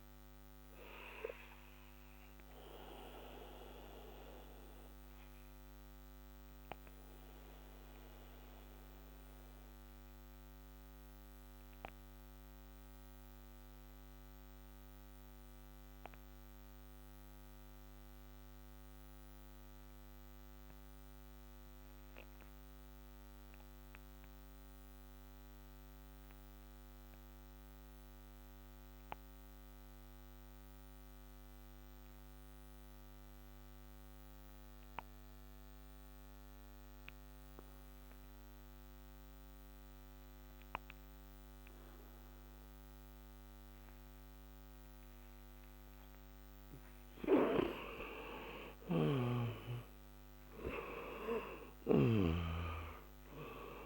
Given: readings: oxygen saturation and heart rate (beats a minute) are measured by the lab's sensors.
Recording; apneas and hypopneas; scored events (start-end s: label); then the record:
breathing in sleep by a microphone on the trachea; 1
0.00-22.00 s: oxygen desaturation (device-marked, oxygen 86% lowest, heart rate 56 extreme)
2.00-44.50 s: obstructive apnea (oxygen 97% before, 84% lowest, heart rate 70 before, 56 extreme, up 13 after)
42.00-53.86 s: oxygen desaturation (device-marked, oxygen 97% before, 84% lowest, heart rate 60 before, 55 extreme)
47.50-52.50 s: arousal
48.50-52.00 s: snoring (device-marked)
From the record:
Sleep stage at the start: N2 (light sleep); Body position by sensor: on the back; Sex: male